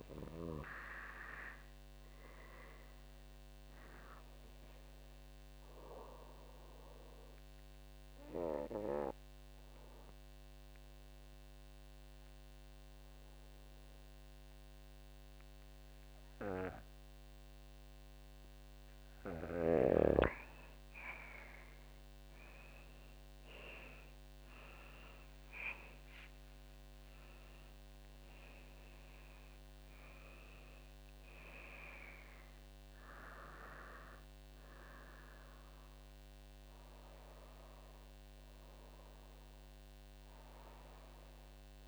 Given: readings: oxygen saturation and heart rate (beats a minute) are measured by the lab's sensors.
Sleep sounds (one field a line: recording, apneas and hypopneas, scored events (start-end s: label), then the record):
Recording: breathing in sleep by a microphone on the trachea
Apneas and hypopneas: 1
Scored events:
6.50-18.00 s: obstructive apnea (oxygen 96% before, 95% lowest, heart rate 57 before, 49 extreme, up 15 after)
20.50-24.50 s: arousal
From the record:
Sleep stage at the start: N2 (light sleep)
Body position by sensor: on the back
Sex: female